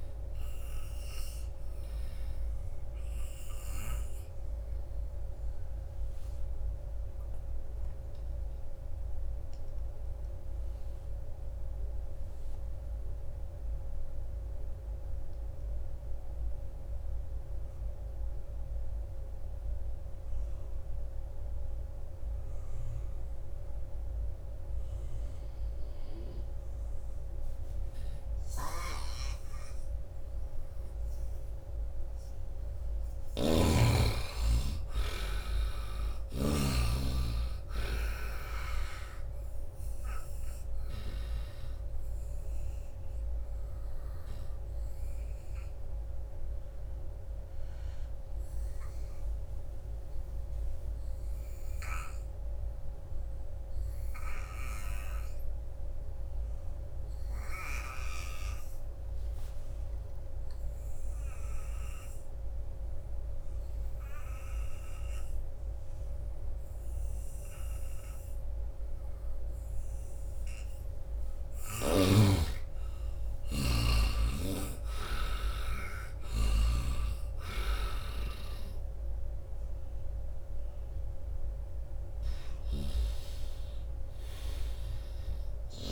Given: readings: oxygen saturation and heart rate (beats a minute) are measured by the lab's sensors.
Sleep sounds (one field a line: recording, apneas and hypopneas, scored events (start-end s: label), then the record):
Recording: breathing in sleep by a room microphone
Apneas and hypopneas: 2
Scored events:
0.00-11.00 s: oxygen desaturation (device-marked, oxygen 85% lowest, heart rate 78 extreme)
1.00-31.50 s: obstructive apnea (oxygen 98% before, 79% lowest, heart rate 83 before, 78 extreme, up 8 after)
24.00-53.00 s: oxygen desaturation (device-marked, oxygen 97% before, 83% lowest, heart rate 83 before, 76 extreme)
28.50-36.50 s: snoring (device-marked)
33.00-36.50 s: arousal
41.00-71.00 s: obstructive apnea (oxygen 98% before, 79% lowest, heart rate 81 before, 76 extreme, up 10 after)
67.00-85.92 s: oxygen desaturation (device-marked, oxygen 96% before, 79% lowest, heart rate 83 before, 75 extreme)
72.00-77.00 s: arousal
76.50-85.92 s: snoring (device-marked)
From the record:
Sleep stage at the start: N2 (light sleep)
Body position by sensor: on the right side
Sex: male